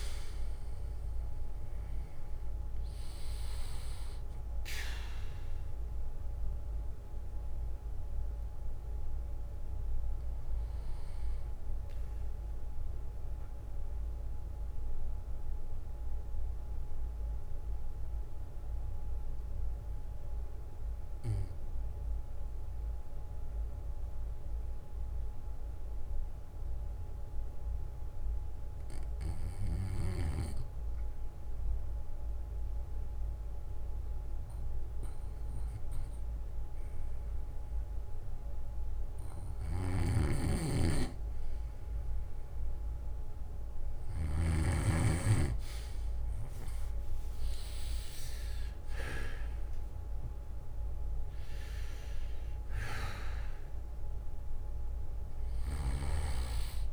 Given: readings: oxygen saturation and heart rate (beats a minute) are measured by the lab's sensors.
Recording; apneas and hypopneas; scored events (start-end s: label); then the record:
breathing in sleep by a room microphone; 1
0.00-1.50 s: oxygen desaturation (device-marked, oxygen 92% lowest, heart rate 61 extreme)
8.50-27.50 s: oxygen desaturation (device-marked, oxygen 93% before, 88% lowest, heart rate 70 before, 57 extreme)
12.50-39.00 s: mixed apnea (oxygen 95% before, 88% lowest, heart rate 70 before, 54 extreme, up 8 after)
37.50-39.50 s: bradycardia (device-marked, heart rate 64 before, 57 extreme)
39.50-44.50 s: snoring (device-marked)
43.00-48.00 s: arousal
47.50-56.93 s: oxygen desaturation (device-marked, oxygen 99% before, 93% lowest, heart rate 62 before, 53 extreme)
From the record:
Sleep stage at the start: REM sleep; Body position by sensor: on the back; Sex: male